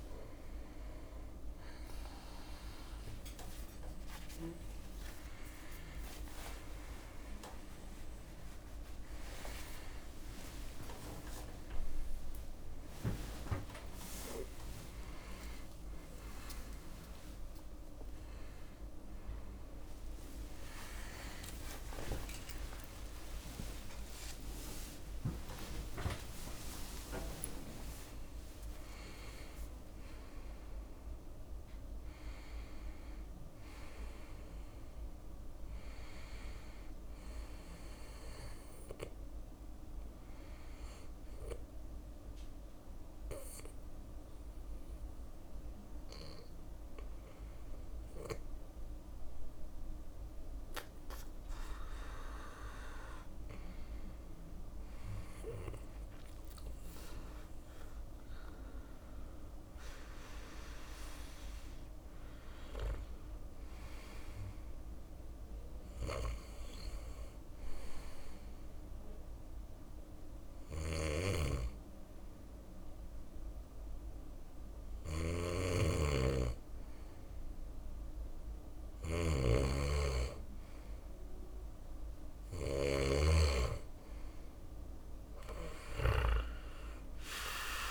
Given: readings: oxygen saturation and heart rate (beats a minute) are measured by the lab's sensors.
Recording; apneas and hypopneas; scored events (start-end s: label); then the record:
a person partly awake in a sleep study, by a room microphone; 1
0.00-2.00 s: oxygen desaturation (device-marked, oxygen 94% lowest, heart rate 69 extreme)
2.50-4.50 s: long interval between heartbeats (device-marked, heart rate 70 before, 77 extreme)
9.00-16.00 s: tachycardia (device-marked, heart rate 77 before, 124 extreme)
10.00-12.00 s: long interval between heartbeats (device-marked, heart rate 74 before, 86 extreme)
10.00-20.00 s: drop in pulse transit time (device-marked, heart rate 74 before, 86 extreme)
13.50-15.50 s: long interval between heartbeats (device-marked, heart rate 77 before, 119 extreme)
19.00-28.00 s: tachycardia (device-marked, heart rate 78 before, 130 extreme)
20.00-22.00 s: long interval between heartbeats (device-marked, heart rate 93 before, 91 extreme)
20.00-50.00 s: new sleep stage, N1 (lightest sleep)
23.00-25.00 s: long interval between heartbeats (device-marked, heart rate 96 before, 102 extreme)
25.00-27.00 s: long interval between heartbeats (device-marked, heart rate 99 before, 118 extreme)
50.00-87.91 s: new sleep stage, N2 (light sleep)
55.00-59.50 s: arousal
68.50-79.50 s: hypopnea (oxygen 97% before, 90% lowest, heart rate 67 before, 68 extreme, up 3 after)
74.50-85.50 s: snoring (device-marked)
81.00-86.00 s: arousal
From the record:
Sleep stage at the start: awake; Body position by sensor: on the back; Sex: male